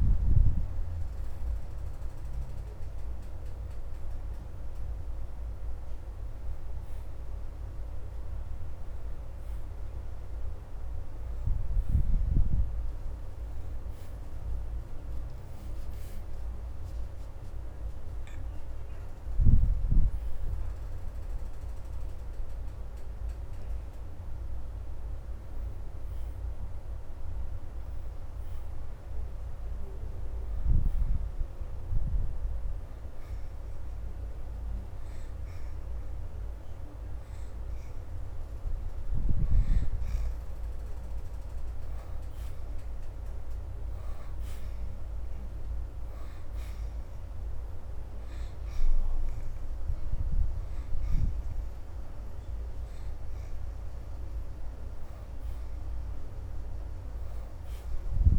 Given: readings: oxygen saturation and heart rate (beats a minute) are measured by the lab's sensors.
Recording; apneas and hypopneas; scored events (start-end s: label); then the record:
breathing in sleep, hard to hear, by a room microphone; none
6.50-18.50 s: oxygen desaturation (device-marked, oxygen 81% before, 69% lowest, heart rate 81 before, 79 extreme)
13.00-17.00 s: arousal
20.50-36.50 s: oxygen desaturation (device-marked, oxygen 84% before, 77% lowest, heart rate 81 before, 79 extreme)
51.50-58.39 s: oxygen desaturation (device-marked, oxygen 82% before, 73% lowest, heart rate 81 before, 80 extreme)
From the record:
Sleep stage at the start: N1 (lightest sleep); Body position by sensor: upright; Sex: female